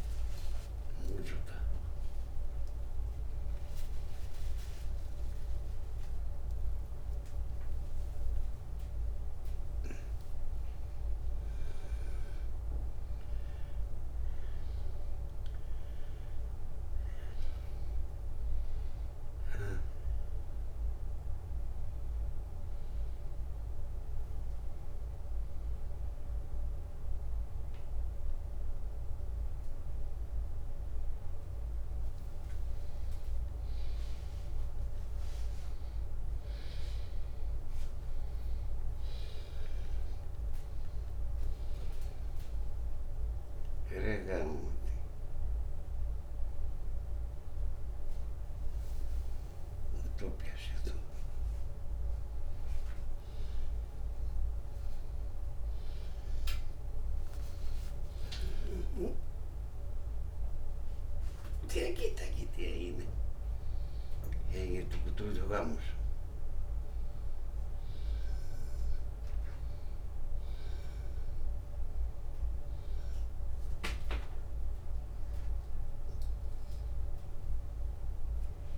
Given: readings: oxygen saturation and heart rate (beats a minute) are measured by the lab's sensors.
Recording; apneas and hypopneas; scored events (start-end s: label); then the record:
a person awake in a sleep study, by a room microphone; none
17.50-37.50 s: oxygen desaturation (device-marked, oxygen 95% before, 91% lowest, heart rate 126 before, 58 extreme)
43.50-50.00 s: snoring (device-marked)
56.50-61.50 s: oxygen desaturation (device-marked, oxygen 97% before, 92% lowest, heart rate 102 before, 28 extreme)
From the record:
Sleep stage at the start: awake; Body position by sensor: upright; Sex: male